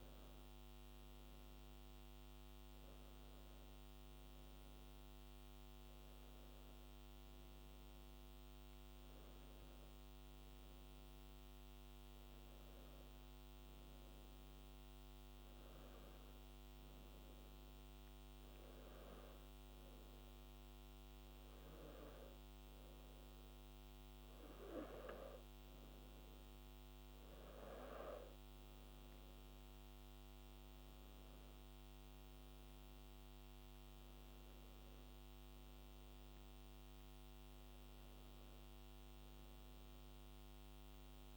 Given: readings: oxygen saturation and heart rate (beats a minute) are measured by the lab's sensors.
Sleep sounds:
breathing in sleep, hard to hear, by a microphone on the trachea; none
none scored
From the record:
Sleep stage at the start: N2 (light sleep); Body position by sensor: on the back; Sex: male

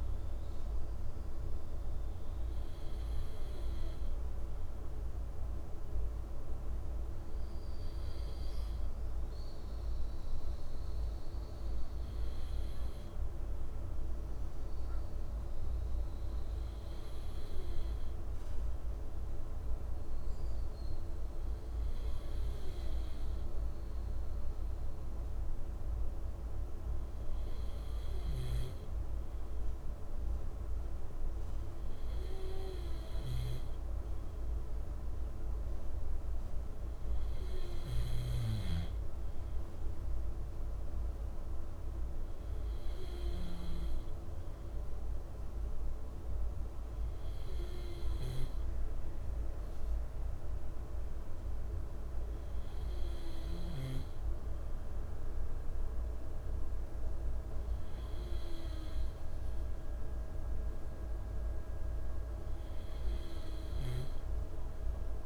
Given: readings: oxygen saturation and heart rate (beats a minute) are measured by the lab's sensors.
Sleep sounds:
breathing in sleep, hard to hear, by a room microphone; none
none scored
From the record:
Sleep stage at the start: N2 (light sleep); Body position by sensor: on the left side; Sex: male

